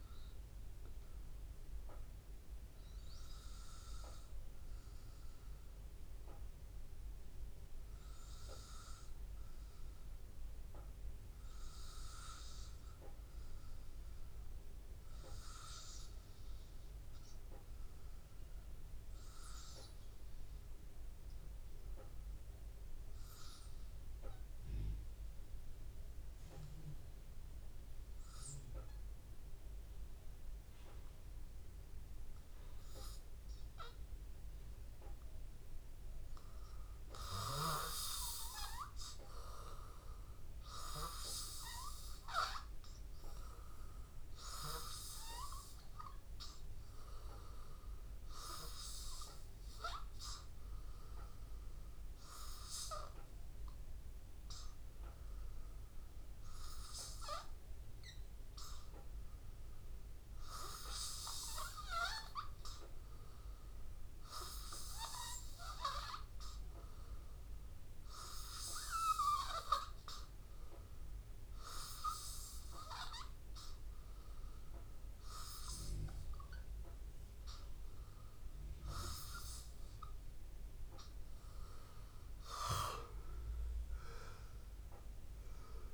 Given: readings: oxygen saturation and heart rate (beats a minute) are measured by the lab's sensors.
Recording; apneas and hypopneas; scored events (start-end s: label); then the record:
breathing in sleep by a room microphone; 2
0.00-1.50 s: oxygen desaturation (device-marked, oxygen 89% lowest, heart rate 79 extreme)
0.50-37.50 s: obstructive apnea (oxygen 97% before, 92% lowest, heart rate 85 before, 79 extreme, up 2 after)
29.50-58.50 s: oxygen desaturation (device-marked, oxygen 98% before, 93% lowest, heart rate 81 before, 80 extreme)
40.00-45.50 s: arousal
56.50-75.50 s: hypopnea (oxygen 97% before, 92% lowest, heart rate 82 before, 82 extreme, up 2 after)
79.00-83.00 s: arousal
From the record:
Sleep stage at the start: N2 (light sleep); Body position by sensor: on the back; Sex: male